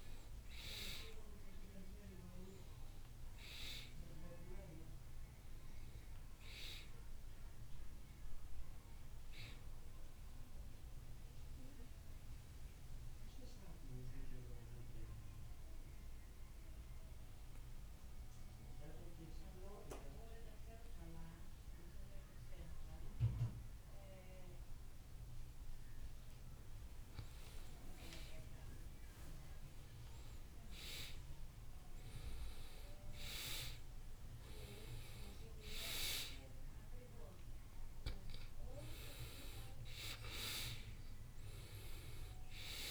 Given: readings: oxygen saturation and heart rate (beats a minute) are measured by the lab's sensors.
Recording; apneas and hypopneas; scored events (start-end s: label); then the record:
breathing in sleep by a room microphone; 1
4.00-21.00 s: oxygen desaturation (device-marked, oxygen 97% before, 93% lowest, heart rate 63 before, 60 extreme)
7.00-42.91 s: new sleep stage, N2 (light sleep)
10.00-27.00 s: mixed apnea (oxygen 97% before, 87% lowest, heart rate 63 before, 60 extreme, up 1 after)
29.50-34.00 s: arousal
From the record:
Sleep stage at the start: N1 (lightest sleep); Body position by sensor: on the back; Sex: male